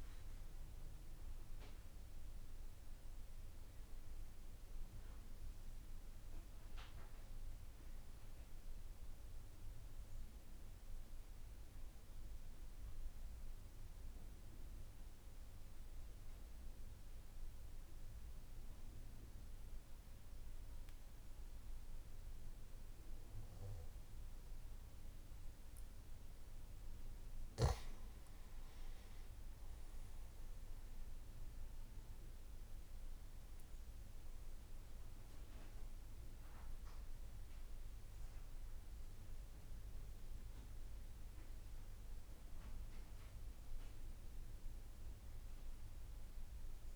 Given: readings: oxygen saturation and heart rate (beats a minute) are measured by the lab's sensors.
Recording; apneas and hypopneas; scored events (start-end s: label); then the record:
breathing in sleep, hard to hear, by a room microphone; 1
0.00-13.00 s: oxygen desaturation (device-marked, oxygen 93% lowest, heart rate 54 extreme)
13.00-25.00 s: mixed apnea (oxygen 98% before, 92% lowest, heart rate 61 before, 54 extreme, up 7 after)
32.00-46.96 s: oxygen desaturation (device-marked, oxygen 97% before, 94% lowest, heart rate 57 before, 54 extreme)
From the record:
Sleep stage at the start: N1 (lightest sleep); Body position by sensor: on the back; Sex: male